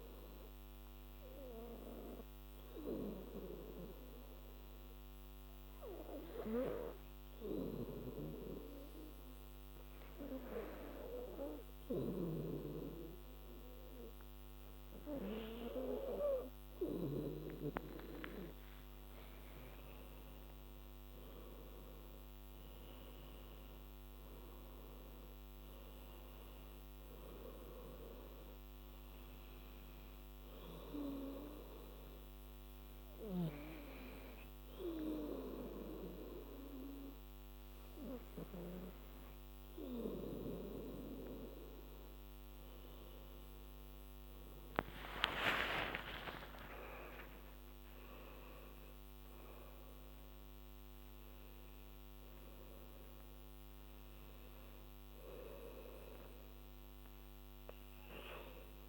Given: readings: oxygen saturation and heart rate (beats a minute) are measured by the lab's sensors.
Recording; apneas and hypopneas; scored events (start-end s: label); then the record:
breathing in sleep by a microphone on the trachea; 2
0.00-9.00 s: oxygen desaturation (device-marked, oxygen 92% lowest, heart rate 75 extreme)
1.00-19.00 s: obstructive apnea (oxygen 98% before, 92% lowest, heart rate 82 before, 75 extreme, up 6 after)
20.50-24.00 s: arousal
28.50-42.50 s: hypopnea (oxygen 98% before, 93% lowest, heart rate 84 before, 73 extreme, up 16 after)
45.00-49.00 s: arousal
From the record:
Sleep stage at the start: N2 (light sleep); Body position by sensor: on the back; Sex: female